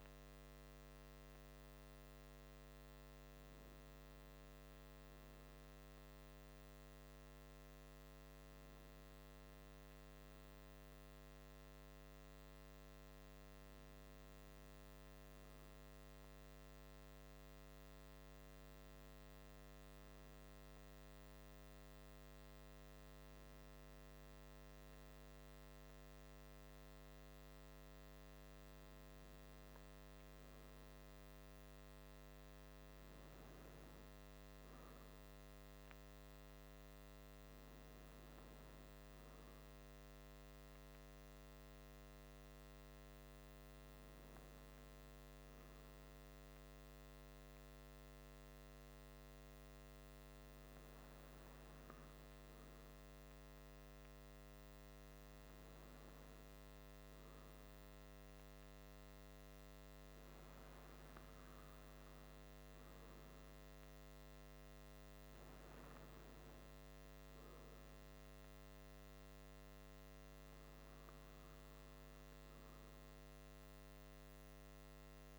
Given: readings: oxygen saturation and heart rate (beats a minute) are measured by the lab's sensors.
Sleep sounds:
breathing in sleep, hard to hear, by a microphone on the trachea; none
none scored
From the record:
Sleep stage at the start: N2 (light sleep); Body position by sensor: on the back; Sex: male

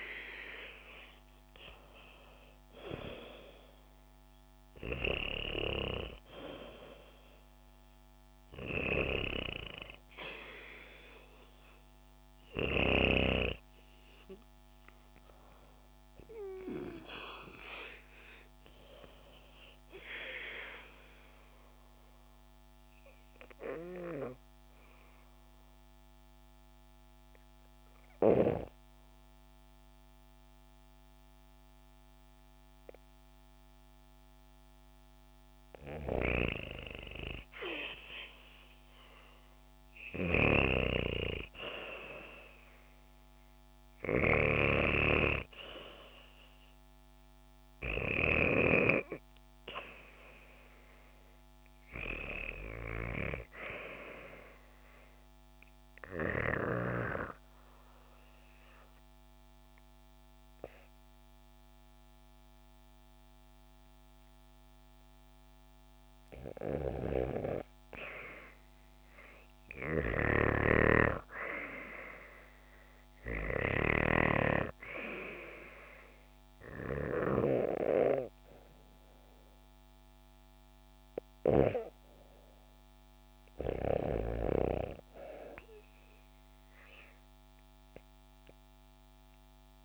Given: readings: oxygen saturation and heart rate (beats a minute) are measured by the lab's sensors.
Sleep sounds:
breathing in sleep by a microphone on the trachea; 2
0.00-1.50 s: arousal
20.00-34.50 s: obstructive apnea (oxygen 97% before, 93% lowest, heart rate 76 before, 68 extreme, up 6 after)
34.50-38.50 s: arousal
35.50-48.00 s: snoring (device-marked)
40.50-52.50 s: oxygen desaturation (device-marked, oxygen 97% before, 93% lowest, heart rate 71 before, 72 extreme)
55.00-66.00 s: obstructive apnea (oxygen 97% before, 94% lowest, heart rate 74 before, 72 extreme, up 3 after)
64.50-89.84 s: new sleep stage, REM sleep
66.50-74.00 s: snoring (device-marked)
68.00-72.50 s: arousal
From the record:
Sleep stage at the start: N2 (light sleep); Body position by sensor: on the back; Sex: female

